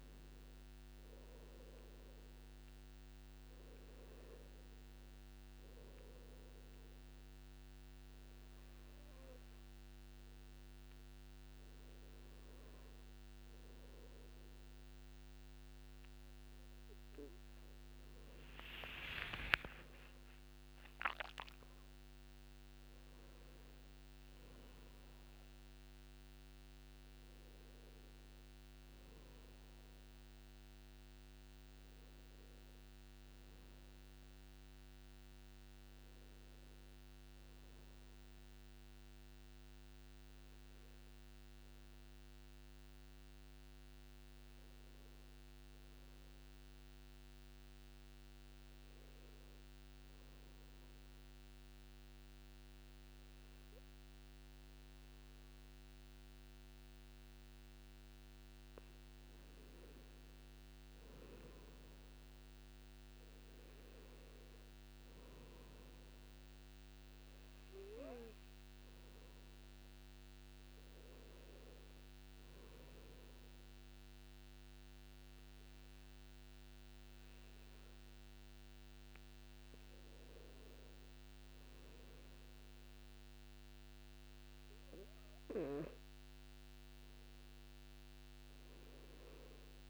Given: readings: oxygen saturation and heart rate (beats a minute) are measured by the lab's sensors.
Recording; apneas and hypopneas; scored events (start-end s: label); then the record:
breathing in sleep, hard to hear, by a microphone on the trachea; 2
0.00-2.50 s: arousal
7.00-17.50 s: obstructive apnea (oxygen 97% before, 92% lowest, heart rate 60 before, 57 extreme, up 12 after)
19.00-23.50 s: arousal
50.50-61.00 s: obstructive apnea (oxygen 98% before, 92% lowest, heart rate 58 before, 57 extreme, up 7 after)
59.50-79.50 s: oxygen desaturation (device-marked, oxygen 98% before, 92% lowest, heart rate 58 before, 56 extreme)
63.50-67.00 s: arousal
From the record:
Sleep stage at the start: N2 (light sleep); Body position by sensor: on the back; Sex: male